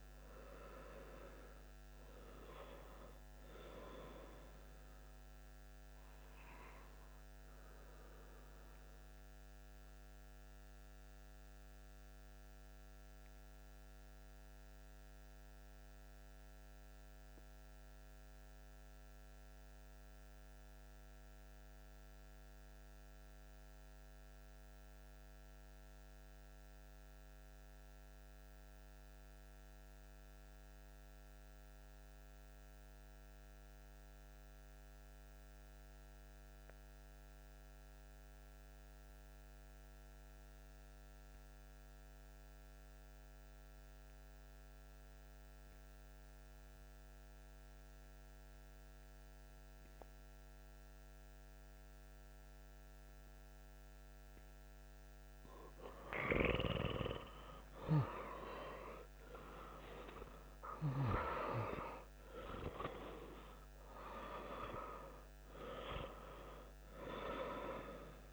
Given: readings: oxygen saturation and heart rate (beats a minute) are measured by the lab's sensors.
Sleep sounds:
breathing in sleep by a microphone on the trachea; 1
0.00-8.00 s: oxygen desaturation (device-marked, oxygen 89% lowest)
4.50-54.50 s: mixed apnea (oxygen 94% before, 88% lowest)
39.00-68.33 s: oxygen desaturation (device-marked, oxygen 97% before, 88% lowest)
56.50-61.50 s: arousal
From the record:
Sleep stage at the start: N2 (light sleep); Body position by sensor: on the back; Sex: male

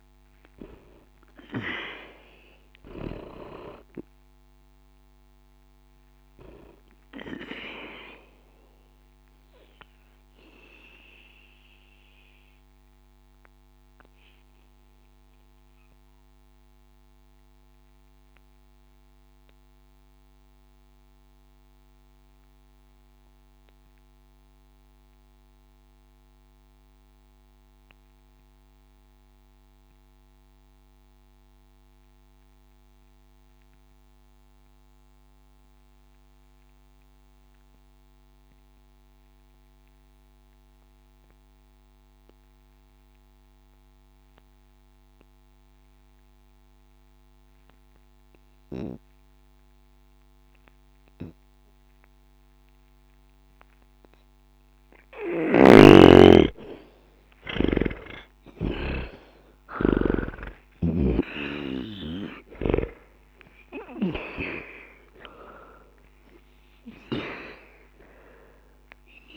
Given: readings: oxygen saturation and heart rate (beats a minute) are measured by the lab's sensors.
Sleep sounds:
breathing in sleep by a microphone on the trachea; 1
0.00-35.00 s: oxygen desaturation (device-marked, oxygen 77% lowest, heart rate 59 extreme)
8.00-54.50 s: obstructive apnea (oxygen 96% before, 77% lowest, heart rate 60 before, 59 extreme)
51.00-69.37 s: oxygen desaturation (device-marked, oxygen 98% before, 85% lowest, heart rate 61 before, 60 extreme)
55.50-59.00 s: snoring (device-marked)
56.50-60.00 s: arousal
From the record:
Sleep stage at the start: N2 (light sleep); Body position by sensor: on the back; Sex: male

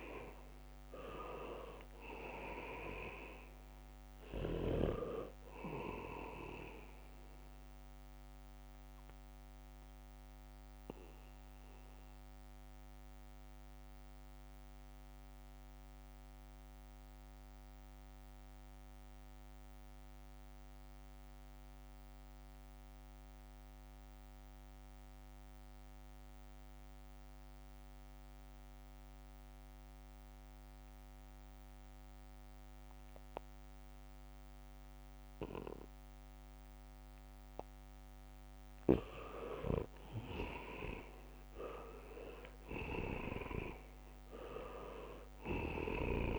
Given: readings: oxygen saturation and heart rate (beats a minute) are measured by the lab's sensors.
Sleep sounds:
breathing in sleep by a microphone on the trachea; 1
0.00-2.00 s: arousal
0.00-26.00 s: oxygen desaturation (device-marked, oxygen 78% lowest, heart rate 62 extreme)
10.00-37.00 s: mixed apnea (oxygen 99% before, 78% lowest, heart rate 67 before, 65 extreme, up 0 after)
31.00-46.38 s: oxygen desaturation (device-marked, oxygen 99% before, 79% lowest, heart rate 70 before, 63 extreme)
40.00-43.50 s: arousal
From the record:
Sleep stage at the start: N2 (light sleep); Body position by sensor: on the back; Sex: male

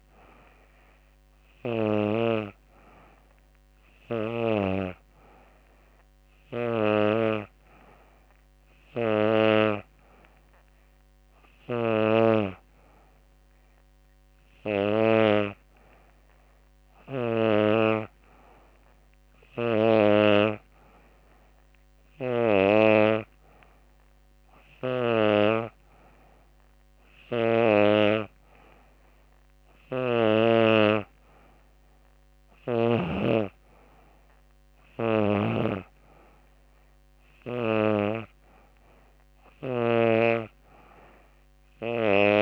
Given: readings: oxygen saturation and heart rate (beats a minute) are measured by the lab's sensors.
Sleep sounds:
breathing in sleep by a microphone on the trachea; none
none scored
From the record:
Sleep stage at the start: N2 (light sleep); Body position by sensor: on the back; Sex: female

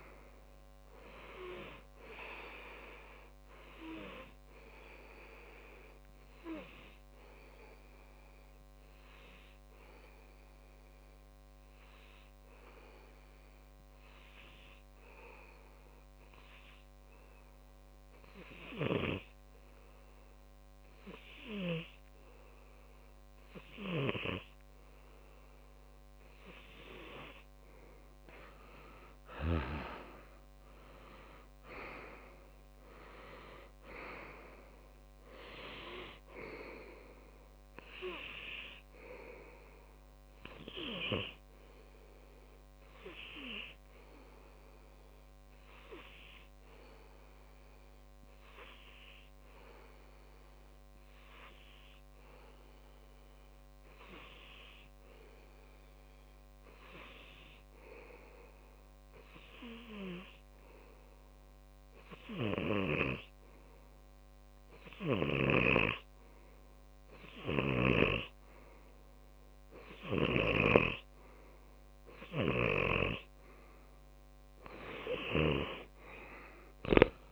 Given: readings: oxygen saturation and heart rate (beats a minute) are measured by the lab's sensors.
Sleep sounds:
breathing in sleep by a microphone on the trachea; 2
5.00-26.50 s: obstructive apnea (oxygen 98% before, 95% lowest)
28.50-32.50 s: arousal
41.00-68.50 s: hypopnea (oxygen 98% before, 95% lowest)
From the record:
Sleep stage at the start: N2 (light sleep); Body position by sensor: on the back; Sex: male

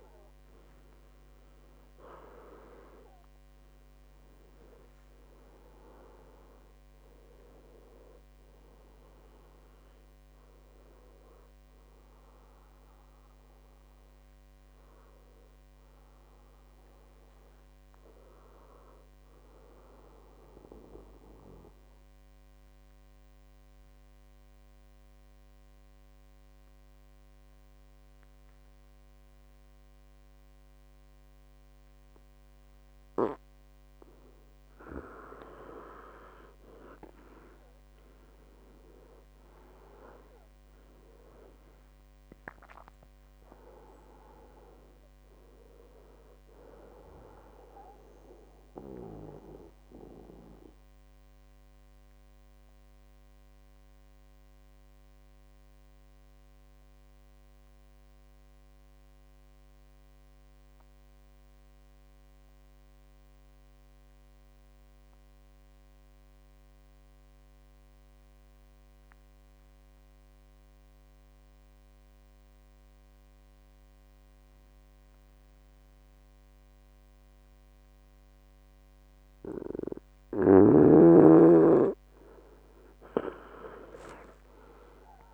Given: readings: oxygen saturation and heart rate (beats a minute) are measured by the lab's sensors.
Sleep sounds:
breathing in sleep by a microphone on the trachea; 2
0.00-4.00 s: arousal
0.50-2.50 s: long interval between heartbeats (device-marked, heart rate 66 before, 76 extreme)
6.50-20.50 s: tachycardia (device-marked, heart rate 67 before, 112 extreme)
11.50-29.50 s: oxygen desaturation (device-marked, oxygen 98% before, 94% lowest, heart rate 76 before, 62 extreme)
21.00-34.50 s: mixed apnea (oxygen 98% before, 93% lowest, heart rate 95 before, 60 extreme, up 12 after)
21.50-23.50 s: long interval between heartbeats (device-marked, heart rate 97 before, 109 extreme)
37.00-41.50 s: arousal
38.50-64.50 s: oxygen desaturation (device-marked, oxygen 99% before, 94% lowest, heart rate 82 before, 57 extreme)
47.50-80.50 s: mixed apnea (oxygen 99% before, 91% lowest, heart rate 70 before, 57 extreme, up 19 after)
79.50-85.34 s: oxygen desaturation (device-marked, oxygen 98% before, 93% lowest, heart rate 61 before, 57 extreme)
From the record:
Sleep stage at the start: N2 (light sleep); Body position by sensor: on the back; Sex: male

